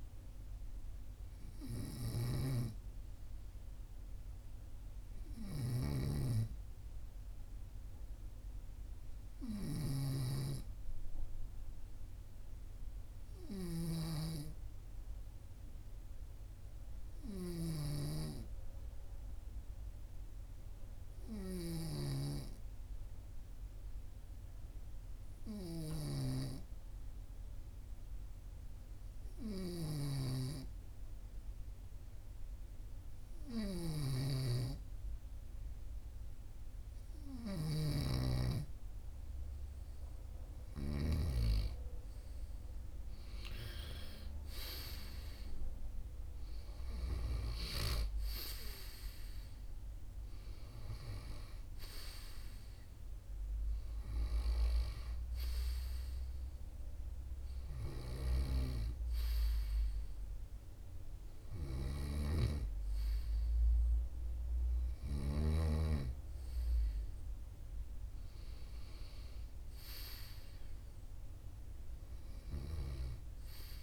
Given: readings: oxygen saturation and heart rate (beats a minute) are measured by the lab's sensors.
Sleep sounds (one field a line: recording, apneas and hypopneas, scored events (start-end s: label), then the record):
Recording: breathing in sleep by a room microphone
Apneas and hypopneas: 1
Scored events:
0.00-18.00 s: snoring (device-marked)
7.50-37.00 s: obstructive apnea (oxygen 98% before, 94% lowest, heart rate 44 before, 43 extreme, up 2 after)
29.50-41.50 s: snoring (device-marked)
39.50-43.50 s: arousal
41.50-63.50 s: oxygen desaturation (device-marked, oxygen 98% before, 94% lowest, heart rate 43 before, 43 extreme)
62.00-65.50 s: snoring (device-marked)
From the record:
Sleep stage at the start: N2 (light sleep)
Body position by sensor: on the right side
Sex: male